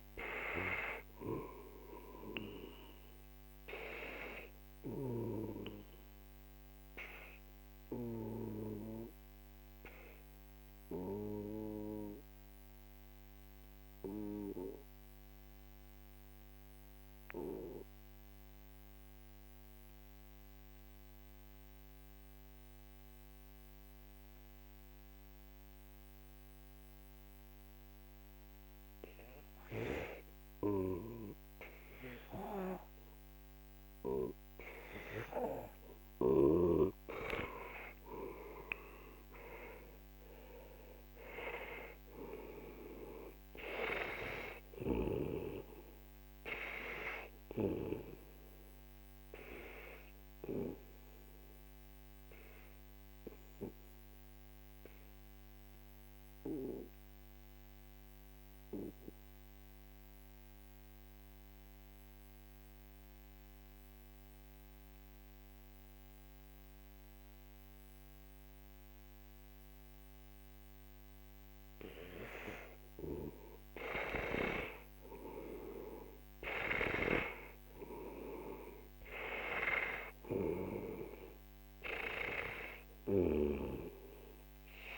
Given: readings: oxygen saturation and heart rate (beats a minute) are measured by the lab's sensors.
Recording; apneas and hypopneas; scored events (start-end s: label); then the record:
breathing in sleep by a microphone on the trachea; 2
0.00-16.50 s: oxygen desaturation (device-marked, oxygen 91% lowest, heart rate 41 extreme)
4.50-36.00 s: obstructive apnea (oxygen 98% before, 90% lowest, heart rate 55 before, 41 extreme, up 13 after)
31.50-61.50 s: oxygen desaturation (device-marked, oxygen 97% before, 90% lowest, heart rate 44 before, 42 extreme)
38.00-42.50 s: arousal
49.50-72.00 s: obstructive apnea (oxygen 97% before, 88% lowest, heart rate 54 before, 42 extreme, up 14 after)
73.50-77.50 s: arousal
76.50-84.98 s: oxygen desaturation (device-marked, oxygen 97% before, 93% lowest, heart rate 47 before, 44 extreme)
From the record:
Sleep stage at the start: N2 (light sleep); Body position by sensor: on the back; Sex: male